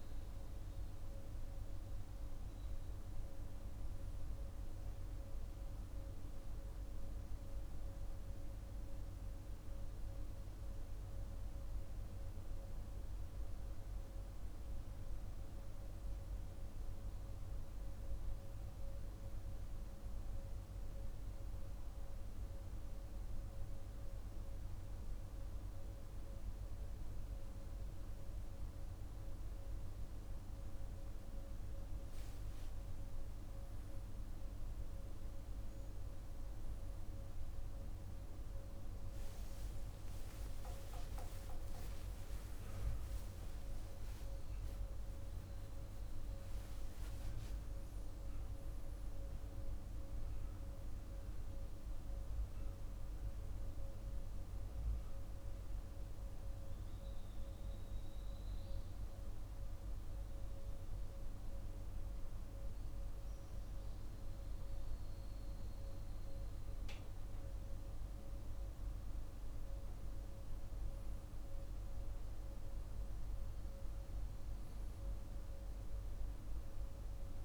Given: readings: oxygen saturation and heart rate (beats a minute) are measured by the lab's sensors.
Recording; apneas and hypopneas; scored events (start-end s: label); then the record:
breathing in sleep, hard to hear, by a room microphone; 1
40.00-47.00 s: arousal
53.00-69.00 s: mixed apnea (oxygen 96% before, 94% lowest, heart rate 61 before, 44 extreme, up 10 after)
71.00-75.50 s: arousal
From the record:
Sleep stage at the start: N2 (light sleep); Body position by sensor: on the right side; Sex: male